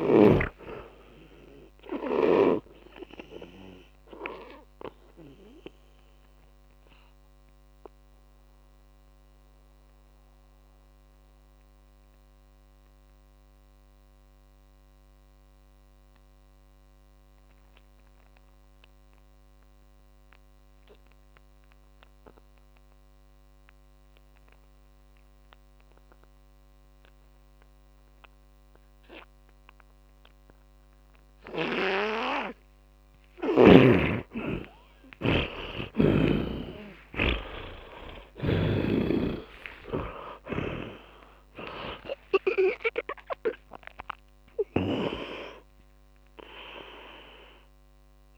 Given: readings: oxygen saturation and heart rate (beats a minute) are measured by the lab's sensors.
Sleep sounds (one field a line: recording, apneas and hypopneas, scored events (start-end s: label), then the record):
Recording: breathing in sleep by a microphone on the trachea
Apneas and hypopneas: 1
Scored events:
0.00-21.00 s: oxygen desaturation (device-marked, oxygen 74% lowest)
9.50-27.50 s: mixed apnea (oxygen 100% before, 74% lowest)
31.00-40.00 s: oxygen desaturation (device-marked, oxygen 100% before, 90% lowest)
37.00-42.00 s: arousal
45.00-48.38 s: oxygen desaturation (device-marked, oxygen 92% before, 75% lowest)
From the record:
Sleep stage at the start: N2 (light sleep)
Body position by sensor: on the back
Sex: male